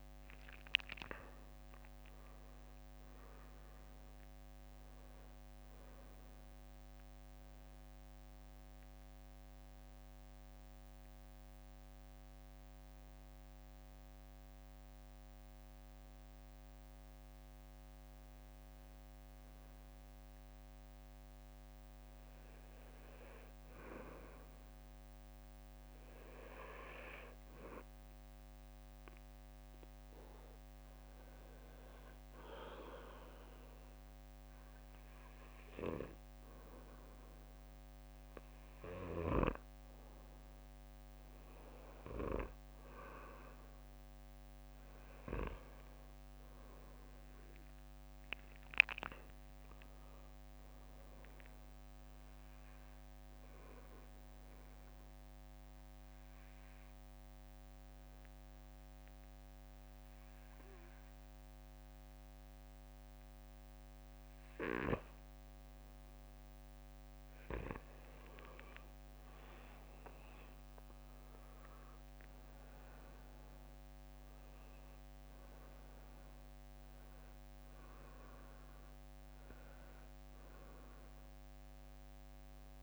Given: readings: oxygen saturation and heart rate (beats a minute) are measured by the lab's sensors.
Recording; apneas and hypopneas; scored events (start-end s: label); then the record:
breathing in sleep by a microphone on the trachea; 3
0.00-19.50 s: oxygen desaturation (device-marked, oxygen 92% lowest, heart rate 55 extreme)
0.50-4.50 s: arousal
10.00-22.00 s: hypopnea (oxygen 97% before, 90% lowest, heart rate 66 before, 56 extreme, up 8 after)
27.00-31.50 s: arousal
29.50-46.50 s: oxygen desaturation (device-marked, oxygen 97% before, 93% lowest, heart rate 59 before, 58 extreme)
36.00-46.00 s: hypopnea (oxygen 97% before, 90% lowest, heart rate 61 before, 58 extreme, up 8 after)
48.00-51.50 s: arousal
53.00-64.50 s: obstructive apnea (oxygen 97% before, 90% lowest, heart rate 64 before, 55 extreme, up 12 after)
69.50-73.50 s: arousal
70.50-82.83 s: oxygen desaturation (device-marked, oxygen 95% before, 90% lowest, heart rate 64 before, 55 extreme)
From the record:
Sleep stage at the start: N2 (light sleep); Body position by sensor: on the back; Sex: male